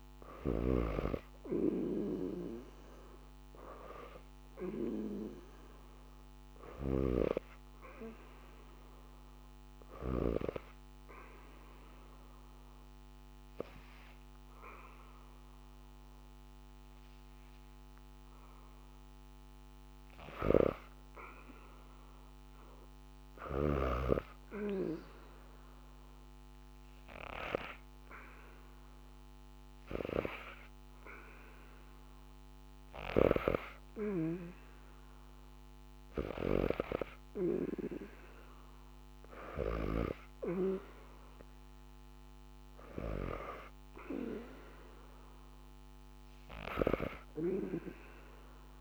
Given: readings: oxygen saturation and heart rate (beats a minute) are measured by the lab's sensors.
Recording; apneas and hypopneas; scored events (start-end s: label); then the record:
breathing in sleep by a microphone on the trachea; 2
0.00-6.50 s: snoring (device-marked)
9.00-19.50 s: obstructive apnea (oxygen 99% before, 90% lowest, heart rate 80 before, 74 extreme, up 0 after)
21.00-23.00 s: arousal
21.50-42.50 s: oxygen desaturation (device-marked, oxygen 97% before, 90% lowest, heart rate 79 before, 74 extreme)
25.00-36.50 s: hypopnea (oxygen 99% before, 84% lowest, heart rate 78 before, 74 extreme, up 2 after)
43.50-47.00 s: arousal
From the record:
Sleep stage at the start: N2 (light sleep); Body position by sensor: on the back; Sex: female